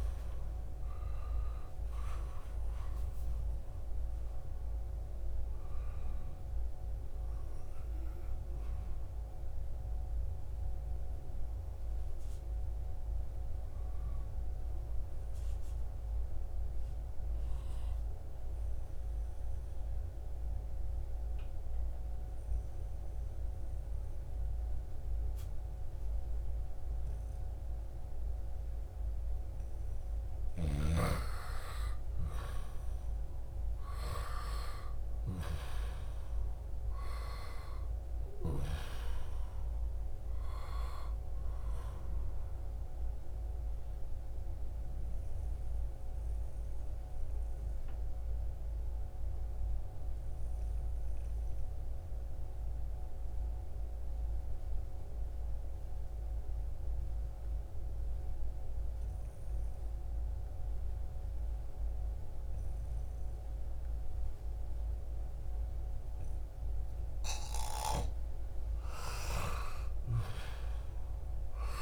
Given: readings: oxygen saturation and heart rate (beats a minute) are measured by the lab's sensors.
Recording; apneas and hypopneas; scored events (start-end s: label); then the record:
breathing in sleep by a room microphone; 2
0.00-2.00 s: oxygen desaturation (device-marked, oxygen 90% lowest, heart rate 67 extreme)
15.50-29.00 s: obstructive apnea (oxygen 95% before, 89% lowest, heart rate 78 before, 66 extreme, up 4 after)
30.00-53.00 s: oxygen desaturation (device-marked, oxygen 98% before, 90% lowest, heart rate 71 before, 65 extreme)
33.00-37.50 s: arousal
42.50-66.50 s: mixed apnea (oxygen 98% before, 89% lowest, heart rate 70 before, 65 extreme, up 5 after)
68.00-71.82 s: arousal
69.00-71.82 s: oxygen desaturation (device-marked, oxygen 96% before, 89% lowest, heart rate 66 before, 58 extreme)
From the record:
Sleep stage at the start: N2 (light sleep); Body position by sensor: on the back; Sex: male